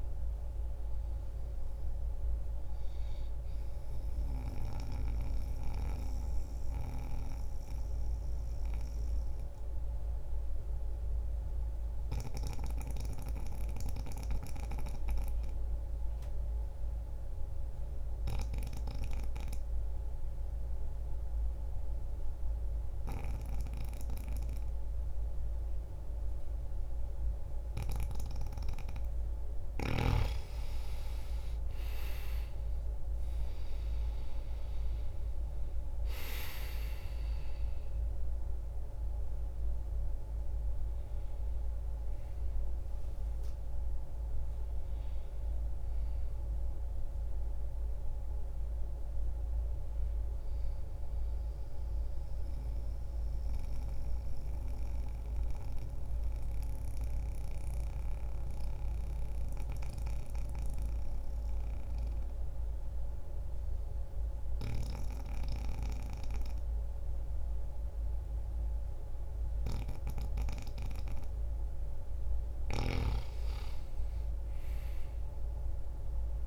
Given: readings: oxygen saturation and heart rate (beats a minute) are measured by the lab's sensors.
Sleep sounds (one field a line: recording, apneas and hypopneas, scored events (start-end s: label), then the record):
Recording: breathing in sleep by a room microphone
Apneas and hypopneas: 2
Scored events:
0.00-18.50 s: oxygen desaturation (device-marked, oxygen 83% lowest)
4.50-29.00 s: mixed apnea (oxygen 98% before, 83% lowest, heart rate 42 before, 26 extreme, up 34 after)
30.50-34.00 s: arousal
30.50-48.50 s: oxygen desaturation (device-marked, oxygen 98% before, 86% lowest)
50.50-66.50 s: oxygen desaturation (device-marked, oxygen 90% before, 87% lowest)
51.50-72.00 s: mixed apnea (oxygen 98% before, 86% lowest)
72.50-76.46 s: arousal
From the record:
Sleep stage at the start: N2 (light sleep)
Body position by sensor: on the back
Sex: male